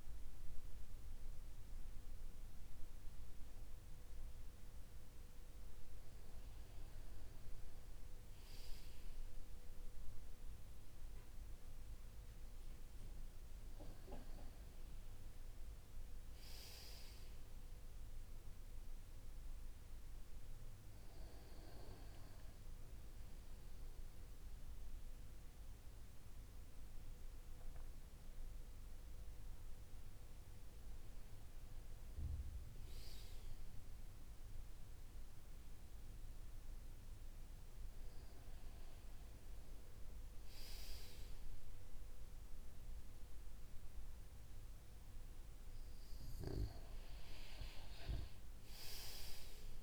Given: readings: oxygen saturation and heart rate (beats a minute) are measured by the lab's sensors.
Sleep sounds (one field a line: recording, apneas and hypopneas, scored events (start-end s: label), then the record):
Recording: breathing in sleep by a room microphone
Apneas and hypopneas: none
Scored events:
none scored
From the record:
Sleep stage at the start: N1 (lightest sleep)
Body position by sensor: on the back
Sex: male